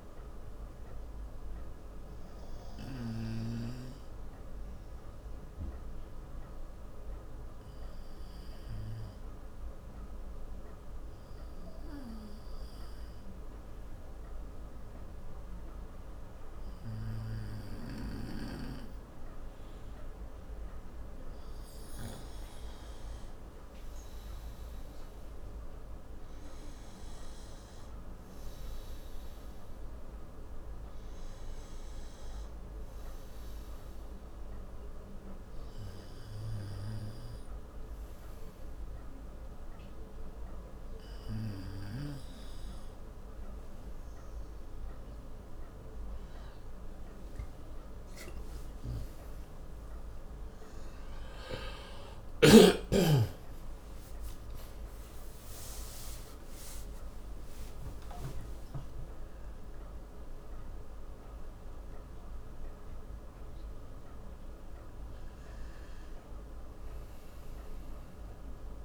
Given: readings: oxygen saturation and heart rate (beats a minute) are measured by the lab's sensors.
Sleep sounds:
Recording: a person partly awake in a sleep study, by a room microphone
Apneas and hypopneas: 1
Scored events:
0.00-7.50 s: oxygen desaturation (device-marked, oxygen 92% lowest, heart rate 62 extreme)
1.00-22.00 s: hypopnea (oxygen 96% before, 92% lowest, heart rate 78 before, 63 extreme, up 3 after)
24.50-29.50 s: arousal
28.50-48.50 s: oxygen desaturation (device-marked, oxygen 96% before, 92% lowest, heart rate 68 before, 55 extreme)
45.50-68.85 s: new sleep stage, awake
From the record:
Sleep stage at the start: N1 (lightest sleep)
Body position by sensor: on the right side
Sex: male

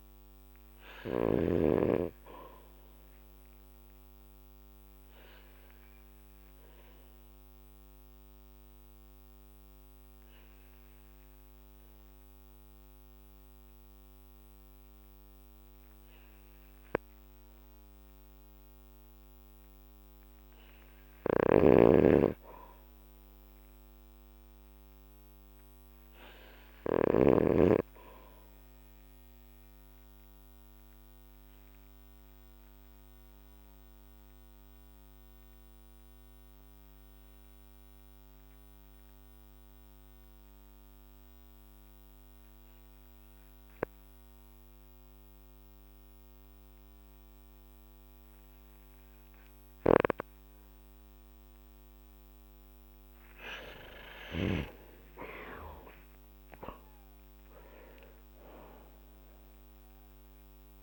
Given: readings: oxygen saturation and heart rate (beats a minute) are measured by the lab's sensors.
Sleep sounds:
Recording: breathing in sleep by a microphone on the trachea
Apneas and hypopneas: 2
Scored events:
0.00-1.00 s: arousal
0.00-1.00 s: snoring (device-marked)
4.00-18.50 s: obstructive apnea (oxygen 98% before, 93% lowest, heart rate 53 before, 51 extreme, up 6 after)
21.00-27.00 s: snoring (device-marked)
22.00-26.00 s: arousal
31.50-51.00 s: obstructive apnea (oxygen 96% before, 92% lowest, heart rate 54 before, 46 extreme, up 13 after)
53.50-57.50 s: arousal
From the record:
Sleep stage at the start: N2 (light sleep)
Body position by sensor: on the back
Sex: male

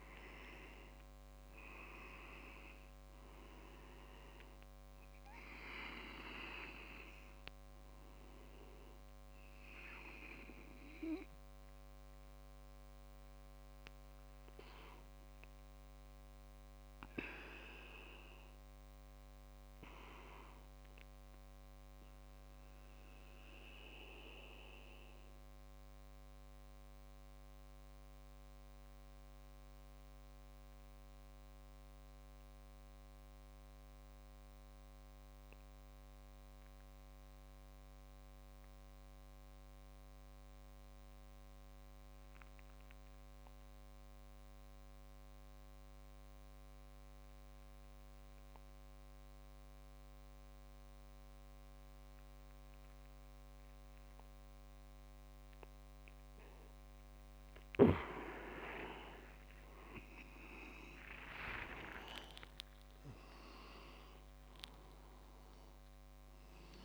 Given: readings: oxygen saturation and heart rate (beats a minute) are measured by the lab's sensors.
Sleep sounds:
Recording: breathing in sleep by a microphone on the trachea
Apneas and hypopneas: 1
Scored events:
0.00-2.50 s: arousal
0.00-3.50 s: leg movement (device-marked)
0.00-12.00 s: oxygen desaturation (device-marked, oxygen 92% lowest)
0.00-21.00 s: tachycardia (device-marked)
22.00-55.50 s: mixed apnea (oxygen 97% before, 92% lowest)
57.50-62.50 s: arousal
59.00-66.85 s: oxygen desaturation (device-marked, oxygen 97% before, 92% lowest)
61.50-63.50 s: leg movement (device-marked)
From the record:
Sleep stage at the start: N2 (light sleep)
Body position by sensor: on the back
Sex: male

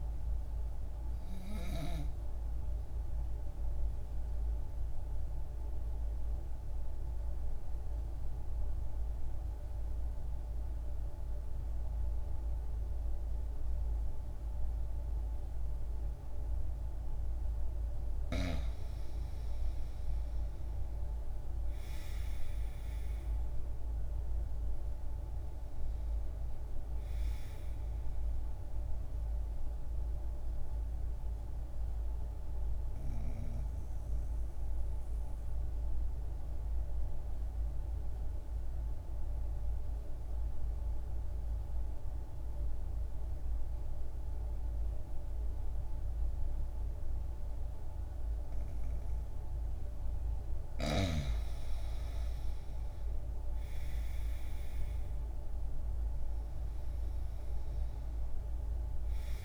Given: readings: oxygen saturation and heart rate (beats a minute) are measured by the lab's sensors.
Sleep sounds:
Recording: breathing in sleep, hard to hear, by a room microphone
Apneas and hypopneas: 2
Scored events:
0.00-17.00 s: oxygen desaturation (device-marked, oxygen 85% lowest, heart rate 60 extreme)
3.00-18.00 s: obstructive apnea (oxygen 97% before, 83% lowest, heart rate 62 before, 60 extreme, up 5 after)
19.00-24.00 s: arousal
27.00-44.00 s: oxygen desaturation (device-marked, oxygen 97% before, 87% lowest, heart rate 62 before, 60 extreme)
28.50-50.00 s: obstructive apnea (oxygen 97% before, 83% lowest, heart rate 62 before, 60 extreme, up 3 after)
51.50-55.50 s: arousal
52.00-59.45 s: oxygen desaturation (device-marked, oxygen 96% before, 83% lowest, heart rate 61 before, 60 extreme)
From the record:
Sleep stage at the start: N2 (light sleep)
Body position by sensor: on the right side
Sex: male

